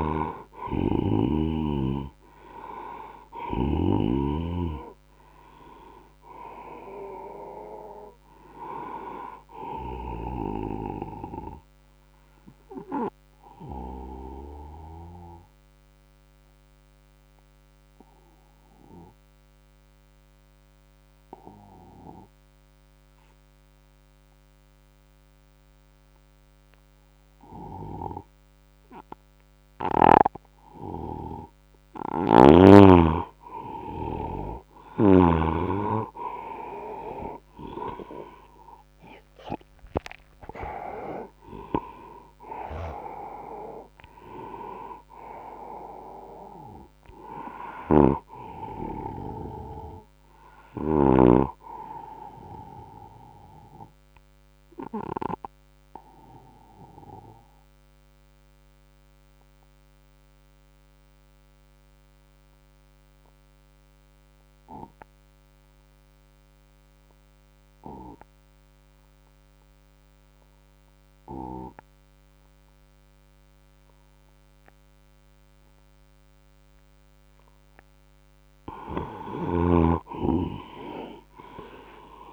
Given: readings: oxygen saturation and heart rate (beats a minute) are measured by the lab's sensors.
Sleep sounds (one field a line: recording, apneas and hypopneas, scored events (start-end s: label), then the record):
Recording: breathing in sleep by a microphone on the trachea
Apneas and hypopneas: 2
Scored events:
0.00-3.50 s: snoring (device-marked)
0.00-21.00 s: oxygen desaturation (device-marked, oxygen 91% lowest, heart rate 70 extreme)
10.50-31.00 s: obstructive apnea (oxygen 98% before, 91% lowest, heart rate 75 before, 70 extreme, up 3 after)
29.00-62.00 s: oxygen desaturation (device-marked, oxygen 99% before, 92% lowest, heart rate 78 before, 67 extreme)
31.50-35.00 s: snoring (device-marked)
39.00-43.50 s: arousal
47.50-51.00 s: snoring (device-marked)
54.00-77.00 s: obstructive apnea (oxygen 99% before, 91% lowest, heart rate 74 before, 67 extreme, up 7 after)
77.00-82.33 s: oxygen desaturation (device-marked, oxygen 99% before, 91% lowest, heart rate 74 before, 69 extreme)
79.00-82.33 s: snoring (device-marked)
From the record:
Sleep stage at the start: N2 (light sleep)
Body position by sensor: on the right side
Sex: male